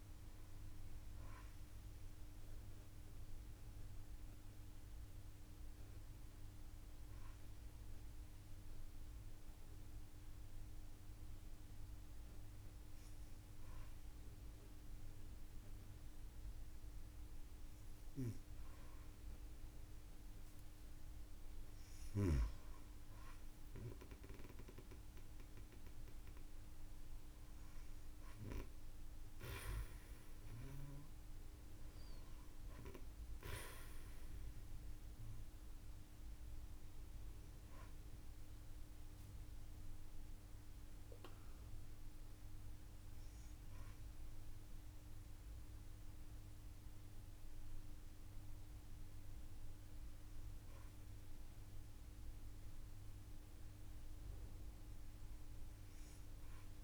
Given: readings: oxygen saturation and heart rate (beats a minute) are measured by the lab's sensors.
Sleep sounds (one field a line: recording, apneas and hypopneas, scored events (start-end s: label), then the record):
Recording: breathing in sleep by a room microphone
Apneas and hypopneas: 2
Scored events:
3.50-16.50 s: hypopnea (oxygen 95% before, 93% lowest)
17.00-21.50 s: arousal
31.00-33.00 s: long interval between heartbeats (device-marked)
38.50-50.50 s: hypopnea (oxygen 95% before, 93% lowest)
54.50-56.84 s: arousal
From the record:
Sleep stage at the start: N2 (light sleep)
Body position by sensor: on the right side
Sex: female